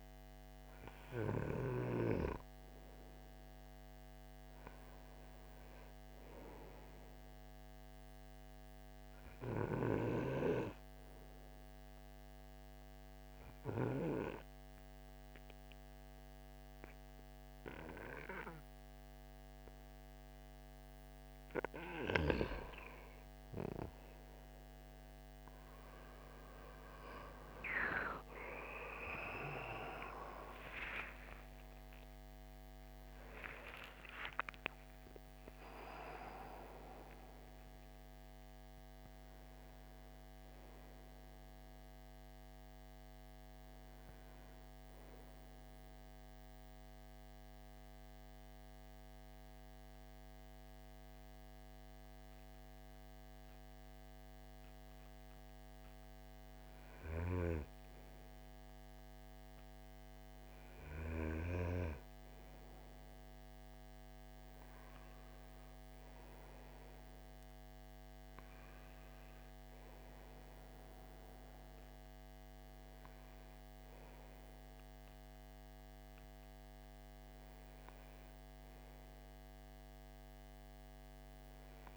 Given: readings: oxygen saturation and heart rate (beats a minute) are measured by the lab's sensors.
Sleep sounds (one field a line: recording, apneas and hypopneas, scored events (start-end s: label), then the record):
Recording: breathing in sleep by a microphone on the trachea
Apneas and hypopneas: 2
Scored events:
1.50-14.50 s: oxygen desaturation (device-marked, oxygen 95% before, 91% lowest, heart rate 53 before, 57 extreme)
7.00-22.50 s: obstructive apnea (oxygen 95% before, 89% lowest, heart rate 55 before, 57 extreme, up 10 after)
30.00-33.50 s: arousal
34.50-55.50 s: oxygen desaturation (device-marked, oxygen 93% before, 89% lowest, heart rate 62 before, 52 extreme)
45.00-56.00 s: obstructive apnea (oxygen 93% before, 89% lowest, heart rate 65 before, 52 extreme, up 4 after)
59.00-62.50 s: arousal
67.50-81.97 s: oxygen desaturation (device-marked, oxygen 97% before, 92% lowest, heart rate 54 before, 54 extreme)
From the record:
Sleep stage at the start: N2 (light sleep)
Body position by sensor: on the right side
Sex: male